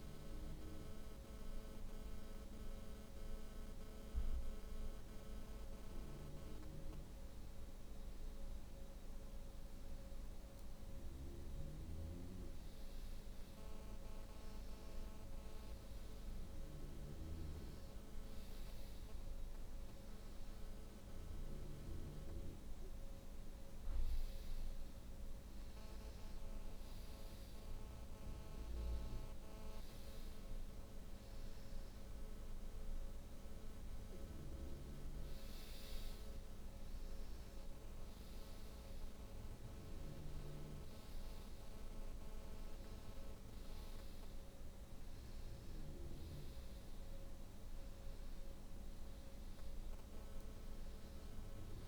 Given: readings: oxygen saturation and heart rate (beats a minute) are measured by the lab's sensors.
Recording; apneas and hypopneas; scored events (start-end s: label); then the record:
breathing in sleep, hard to hear, by a room microphone; none
none scored
From the record:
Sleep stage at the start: N2 (light sleep); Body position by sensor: on the back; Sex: female